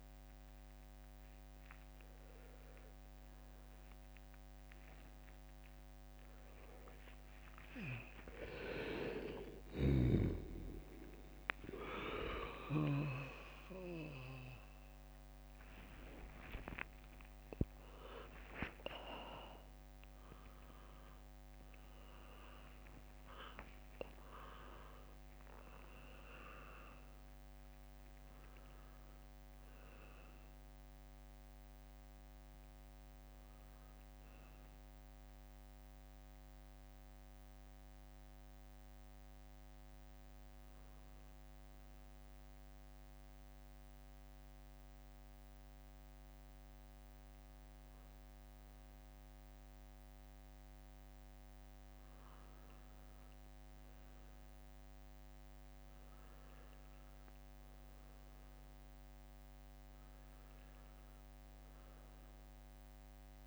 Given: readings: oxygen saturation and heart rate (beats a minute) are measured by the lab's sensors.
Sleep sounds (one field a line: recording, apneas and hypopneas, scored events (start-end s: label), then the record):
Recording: a person partly awake in a sleep study, by a microphone on the trachea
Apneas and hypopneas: 1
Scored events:
15.50-17.50 s: long interval between heartbeats (device-marked, heart rate 73 before, 80 extreme)
24.00-63.47 s: new sleep stage, N1 (lightest sleep)
35.50-49.50 s: hypopnea (oxygen 95% before, 90% lowest, heart rate 78 before, 66 extreme, up 4 after)
53.00-63.47 s: oxygen desaturation (device-marked, oxygen 98% before, 90% lowest, heart rate 69 before, 67 extreme)
54.50-58.00 s: arousal
From the record:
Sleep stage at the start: awake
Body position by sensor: on the back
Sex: male